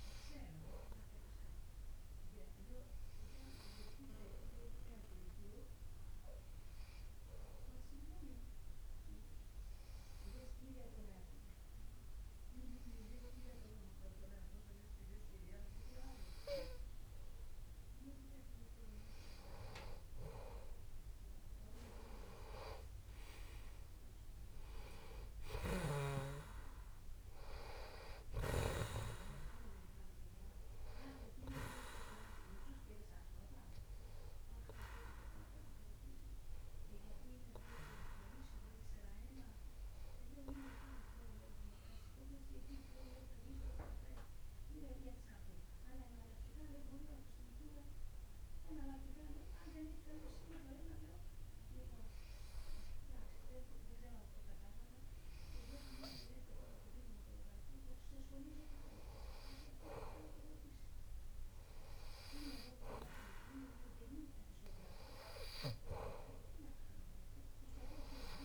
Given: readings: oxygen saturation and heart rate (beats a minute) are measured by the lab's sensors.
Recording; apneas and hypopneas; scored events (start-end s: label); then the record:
breathing in sleep by a room microphone; 2
0.00-10.00 s: oxygen desaturation (device-marked, oxygen 92% lowest)
3.00-19.00 s: obstructive apnea (oxygen 96% before, 92% lowest)
21.50-25.50 s: arousal
38.00-59.00 s: hypopnea (oxygen 95% before, 92% lowest)
61.00-65.50 s: arousal
65.00-68.45 s: oxygen desaturation (device-marked, oxygen 96% before, 92% lowest)
From the record:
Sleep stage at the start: N2 (light sleep); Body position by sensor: on the back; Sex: male